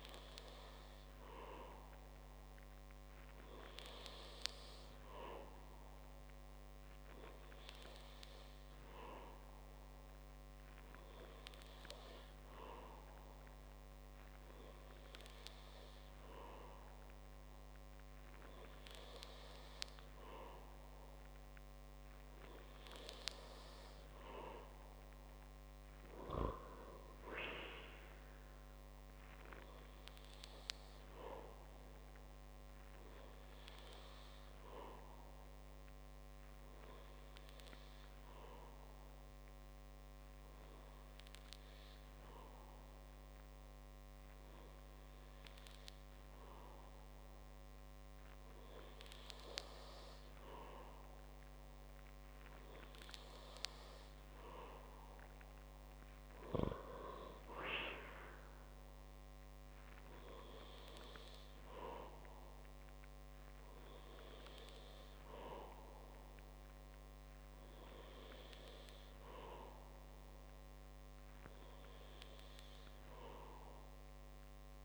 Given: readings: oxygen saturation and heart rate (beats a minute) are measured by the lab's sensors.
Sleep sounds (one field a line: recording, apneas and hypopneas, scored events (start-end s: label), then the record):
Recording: breathing in sleep by a microphone on the trachea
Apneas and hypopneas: none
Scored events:
none scored
From the record:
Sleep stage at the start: N2 (light sleep)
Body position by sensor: on the back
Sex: male